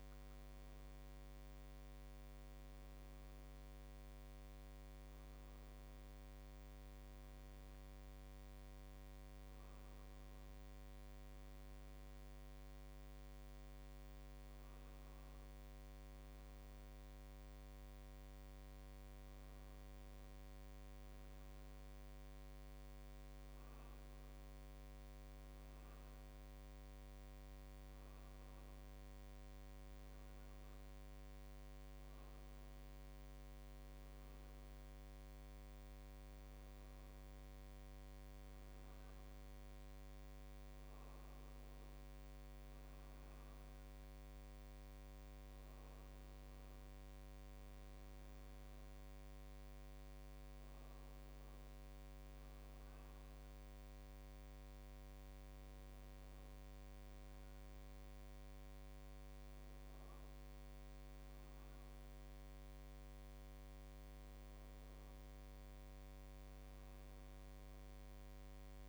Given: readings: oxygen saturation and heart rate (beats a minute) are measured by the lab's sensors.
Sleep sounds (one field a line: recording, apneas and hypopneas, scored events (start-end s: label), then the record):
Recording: a person awake in a sleep study, hard to hear, by a microphone on the trachea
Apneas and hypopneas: none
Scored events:
none scored
From the record:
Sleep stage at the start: awake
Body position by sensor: on the right side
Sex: male